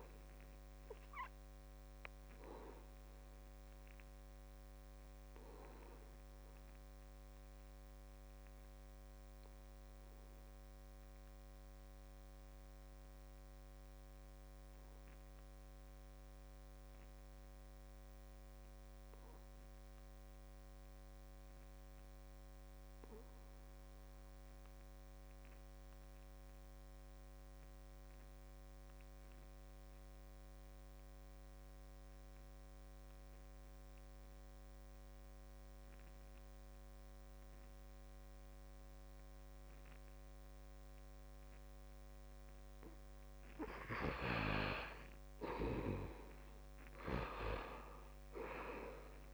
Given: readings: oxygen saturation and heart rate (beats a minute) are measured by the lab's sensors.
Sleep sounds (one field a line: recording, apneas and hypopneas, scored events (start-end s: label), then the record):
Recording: breathing in sleep by a microphone on the trachea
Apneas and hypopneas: 1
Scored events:
0.00-21.50 s: oxygen desaturation (device-marked, oxygen 75% lowest, heart rate 66 extreme)
3.00-43.00 s: obstructive apnea (oxygen 96% before, 72% lowest, heart rate 71 before, 66 extreme, up 14 after)
23.50-49.34 s: oxygen desaturation (device-marked, oxygen 97% before, 72% lowest, heart rate 70 before, 66 extreme)
26.50-28.50 s: long interval between heartbeats (device-marked, heart rate 69 before, 70 extreme)
37.50-39.50 s: long interval between heartbeats (device-marked, heart rate 69 before, 67 extreme)
45.00-48.50 s: arousal
From the record:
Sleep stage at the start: N2 (light sleep)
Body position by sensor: on the back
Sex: male